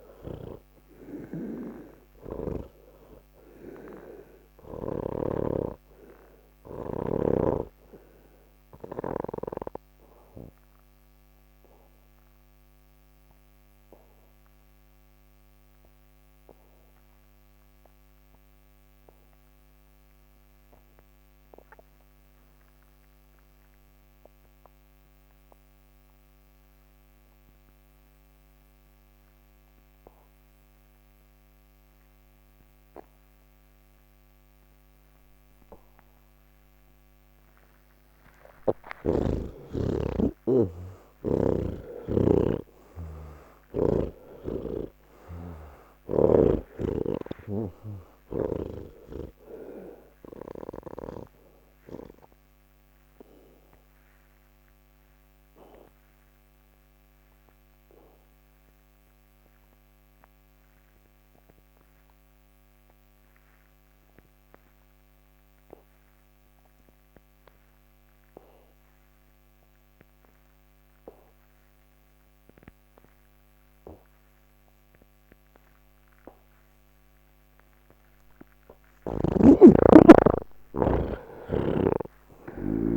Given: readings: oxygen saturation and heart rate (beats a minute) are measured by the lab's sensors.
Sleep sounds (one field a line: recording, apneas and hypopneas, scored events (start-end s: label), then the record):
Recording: breathing in sleep by a microphone on the trachea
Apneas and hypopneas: 2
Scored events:
0.00-19.50 s: oxygen desaturation (device-marked, oxygen 82% lowest, heart rate 92 extreme)
7.50-35.50 s: obstructive apnea (oxygen 98% before, 78% lowest, heart rate 118 before, 49 extreme, up 34 after)
32.50-69.50 s: oxygen desaturation (device-marked, oxygen 98% before, 78% lowest, heart rate 119 before, 37 extreme)
41.50-48.50 s: snoring (device-marked)
52.00-78.00 s: obstructive apnea (oxygen 98% before, 78% lowest, heart rate 101 before, 37 extreme)
74.50-82.97 s: oxygen desaturation (device-marked, oxygen 97% before, 80% lowest, heart rate 118 before, 29 extreme)
From the record:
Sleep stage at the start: N3 (deep sleep)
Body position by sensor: on the back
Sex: male